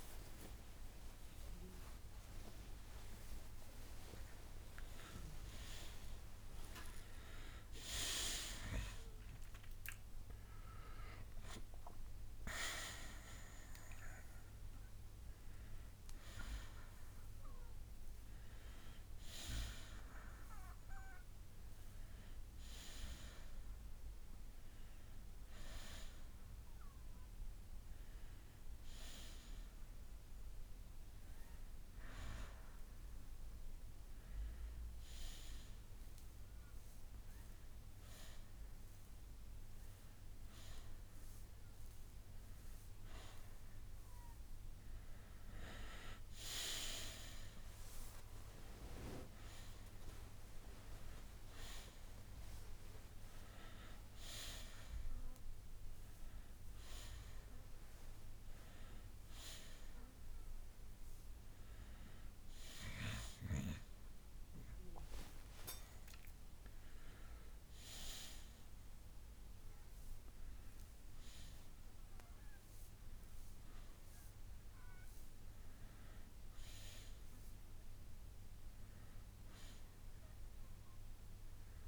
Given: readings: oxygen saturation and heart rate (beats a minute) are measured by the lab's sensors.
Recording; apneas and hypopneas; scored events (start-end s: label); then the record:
a person partly awake in a sleep study, by a room microphone; none
26.50-81.88 s: new sleep stage, N1 (lightest sleep)
39.50-44.50 s: bradycardia (device-marked, heart rate 88 before, 49 extreme)
61.50-65.00 s: arousal
67.50-81.88 s: bradycardia (device-marked, heart rate 86 before, 45 extreme)
From the record:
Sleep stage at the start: awake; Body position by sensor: on the back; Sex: male